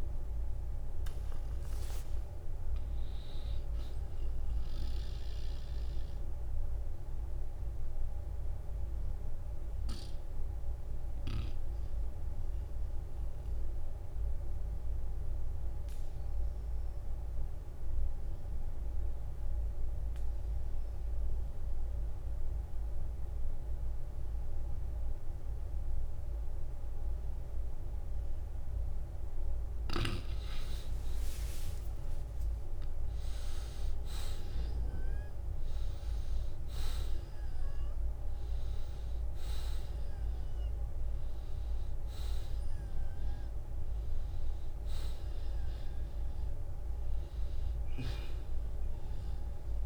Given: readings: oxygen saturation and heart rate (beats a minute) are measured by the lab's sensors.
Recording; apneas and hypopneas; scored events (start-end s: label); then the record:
breathing in sleep, hard to hear, by a room microphone; 1
0.00-16.50 s: oxygen desaturation (device-marked, oxygen 84% lowest, heart rate 49 extreme)
11.50-28.50 s: obstructive apnea (oxygen 93% before, 81% lowest, heart rate 62 before, 49 extreme, up 10 after)
30.50-36.00 s: arousal
From the record:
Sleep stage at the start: N2 (light sleep); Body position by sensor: on the back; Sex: male